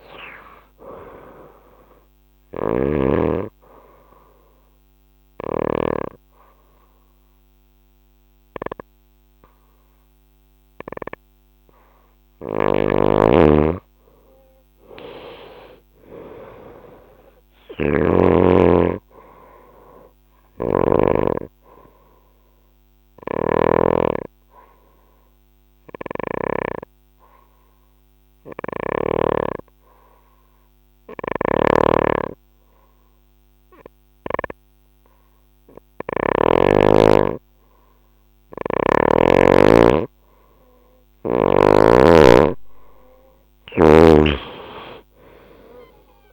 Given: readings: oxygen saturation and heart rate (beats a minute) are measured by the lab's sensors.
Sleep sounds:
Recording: breathing in sleep by a microphone on the trachea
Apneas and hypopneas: 2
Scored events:
0.00-10.50 s: oxygen desaturation (device-marked, oxygen 90% lowest, heart rate 65 extreme)
1.50-11.50 s: obstructive apnea (oxygen 97% before, 89% lowest, heart rate 72 before, 65 extreme, up 8 after)
2.00-5.50 s: snoring (device-marked)
12.00-20.50 s: snoring (device-marked)
13.00-17.00 s: arousal
21.00-38.50 s: obstructive apnea (oxygen 97% before, 89% lowest, heart rate 72 before, 66 extreme, up 8 after)
22.50-26.00 s: snoring (device-marked)
30.50-36.00 s: snoring (device-marked)
40.50-46.33 s: oxygen desaturation (device-marked, oxygen 96% before, 89% lowest, heart rate 69 before, 65 extreme)
43.50-46.33 s: arousal
From the record:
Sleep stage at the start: N2 (light sleep)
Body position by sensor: on the right side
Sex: female

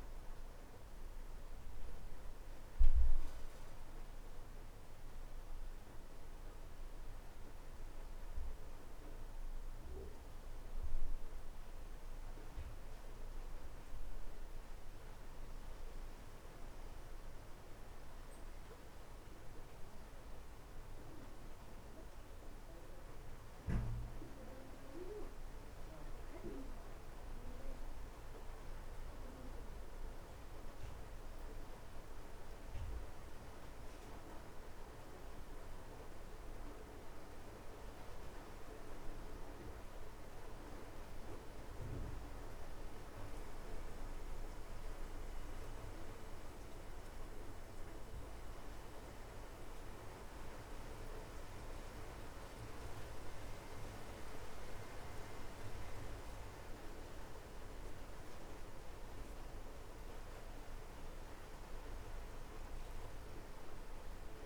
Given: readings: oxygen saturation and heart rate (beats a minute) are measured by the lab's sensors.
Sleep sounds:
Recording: breathing in sleep by a room microphone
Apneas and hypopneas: none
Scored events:
none scored
From the record:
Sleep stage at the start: N1 (lightest sleep)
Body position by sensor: on the right side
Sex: male

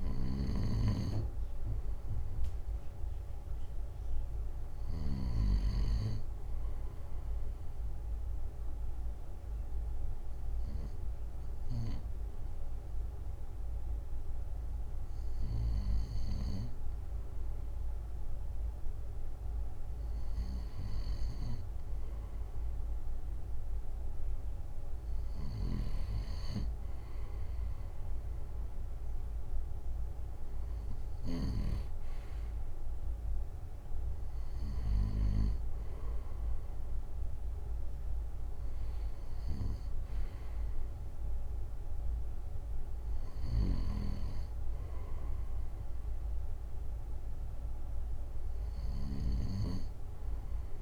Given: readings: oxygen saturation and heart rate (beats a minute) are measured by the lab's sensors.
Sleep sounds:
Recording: breathing in sleep by a room microphone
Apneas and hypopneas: none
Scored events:
27.00-39.00 s: drop in pulse transit time (device-marked, heart rate 59 before, 63 extreme)
From the record:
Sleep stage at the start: N2 (light sleep)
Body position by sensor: on the right side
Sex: male

